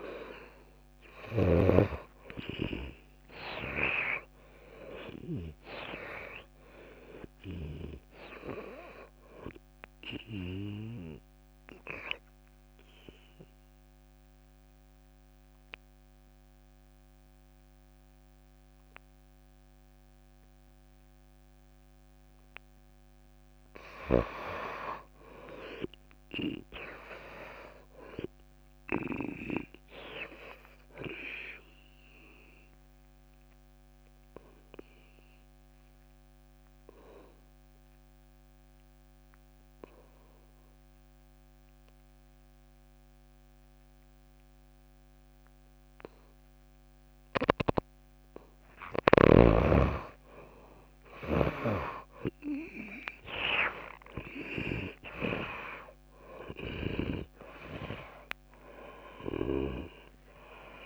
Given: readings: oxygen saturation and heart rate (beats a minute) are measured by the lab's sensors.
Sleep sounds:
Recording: breathing in sleep by a microphone on the trachea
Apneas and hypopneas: 2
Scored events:
0.00-1.50 s: arousal
0.00-2.00 s: snoring (device-marked)
9.00-16.00 s: oxygen desaturation (device-marked, oxygen 95% before, 88% lowest)
13.50-24.00 s: obstructive apnea (oxygen 97% before, 80% lowest)
25.50-29.50 s: arousal
32.00-40.00 s: oxygen desaturation (device-marked, oxygen 98% before, 93% lowest)
32.50-48.50 s: obstructive apnea (oxygen 98% before, 80% lowest)
47.00-60.86 s: oxygen desaturation (device-marked, oxygen 96% before, 80% lowest)
49.50-53.00 s: arousal
51.50-57.50 s: snoring (device-marked)
From the record:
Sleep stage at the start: N2 (light sleep)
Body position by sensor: on the back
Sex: female

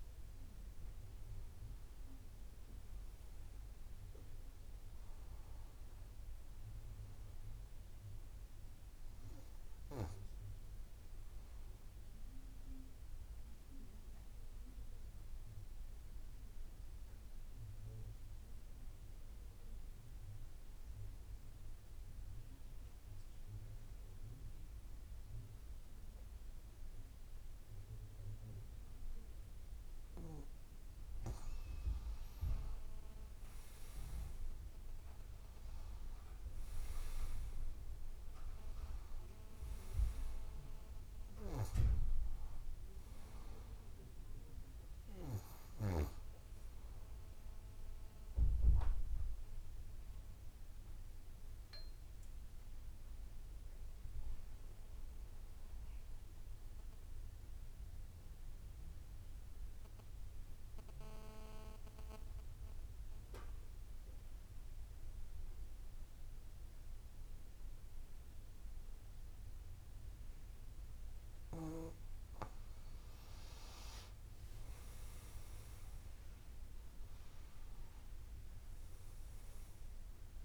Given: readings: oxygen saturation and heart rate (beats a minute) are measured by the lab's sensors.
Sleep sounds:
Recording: breathing in sleep by a room microphone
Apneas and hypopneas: 2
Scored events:
0.00-16.00 s: oxygen desaturation (device-marked, oxygen 87% lowest)
11.50-30.00 s: obstructive apnea (oxygen 96% before, 87% lowest)
31.50-34.50 s: arousal
35.00-55.00 s: oxygen desaturation (device-marked, oxygen 97% before, 90% lowest)
48.00-70.00 s: obstructive apnea (oxygen 98% before, 88% lowest)
70.00-80.45 s: oxygen desaturation (device-marked, oxygen 97% before, 88% lowest)
73.00-76.00 s: arousal
From the record:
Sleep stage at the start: N2 (light sleep)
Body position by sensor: on the back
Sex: female

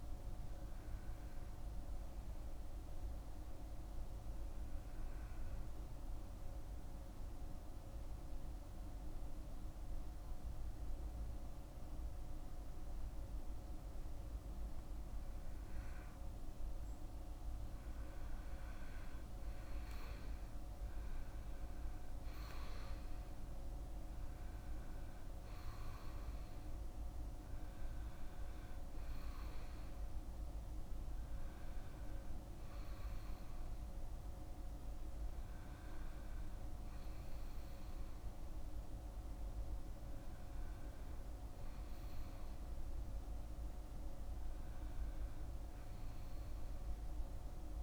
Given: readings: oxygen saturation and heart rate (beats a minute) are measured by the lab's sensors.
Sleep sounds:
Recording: breathing in sleep, hard to hear, by a room microphone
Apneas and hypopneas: 1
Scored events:
4.50-16.00 s: obstructive apnea (oxygen 100% before, 92% lowest, heart rate 53 before, 55 extreme, up 9 after)
11.00-41.00 s: oxygen desaturation (device-marked, oxygen 98% before, 92% lowest, heart rate 55 before, 53 extreme)
19.00-23.00 s: arousal
From the record:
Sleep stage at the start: REM sleep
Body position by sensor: on the back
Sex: male

